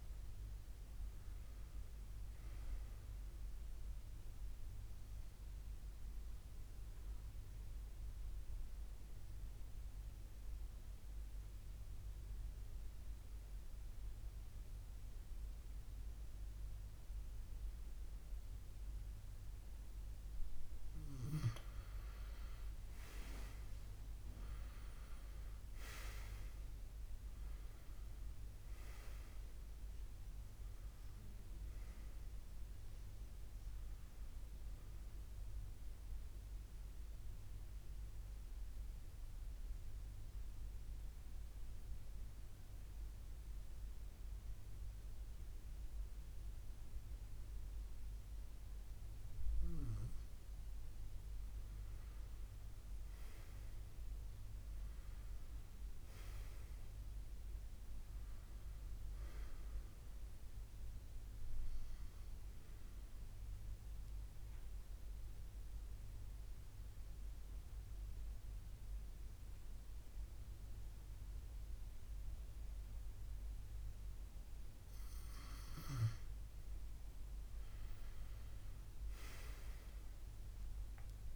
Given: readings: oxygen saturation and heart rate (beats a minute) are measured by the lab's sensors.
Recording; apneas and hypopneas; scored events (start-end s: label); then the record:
breathing in sleep by a room microphone; 3
5.00-20.00 s: obstructive apnea (oxygen 99% before, 91% lowest, heart rate 77 before, 67 extreme, up 10 after)
6.50-21.50 s: oxygen desaturation (device-marked, oxygen 99% before, 94% lowest, heart rate 76 before, 67 extreme)
16.50-81.36 s: new sleep stage, N2 (light sleep)
21.50-25.50 s: arousal
35.00-51.00 s: mixed apnea (oxygen 97% before, 91% lowest, heart rate 72 before, 67 extreme, up 6 after)
42.50-54.50 s: oxygen desaturation (device-marked, oxygen 94% before, 91% lowest, heart rate 73 before, 67 extreme)
52.00-55.50 s: arousal
62.00-74.50 s: mixed apnea (oxygen 97% before, 92% lowest, heart rate 74 before, 66 extreme, up 12 after)
71.50-79.50 s: oxygen desaturation (device-marked, oxygen 95% before, 92% lowest, heart rate 73 before, 66 extreme)
77.00-81.36 s: arousal
From the record:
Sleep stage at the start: N1 (lightest sleep); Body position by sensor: on the left side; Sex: male